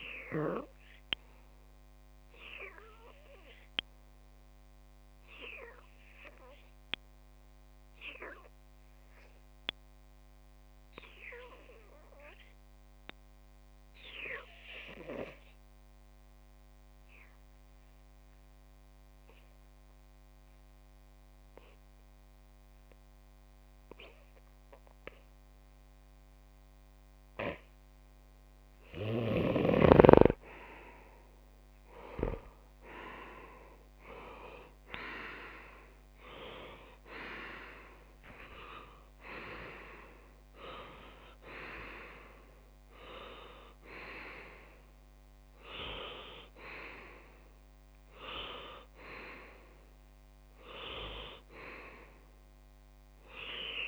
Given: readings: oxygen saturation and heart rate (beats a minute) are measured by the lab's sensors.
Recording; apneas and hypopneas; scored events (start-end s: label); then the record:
breathing in sleep by a microphone on the trachea; 1
1.00-28.00 s: obstructive apnea (oxygen 98% before, 93% lowest)
28.50-42.50 s: oxygen desaturation (device-marked, oxygen 97% before, 93% lowest)
31.00-35.00 s: arousal
From the record:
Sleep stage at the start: REM sleep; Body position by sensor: on the left side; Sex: male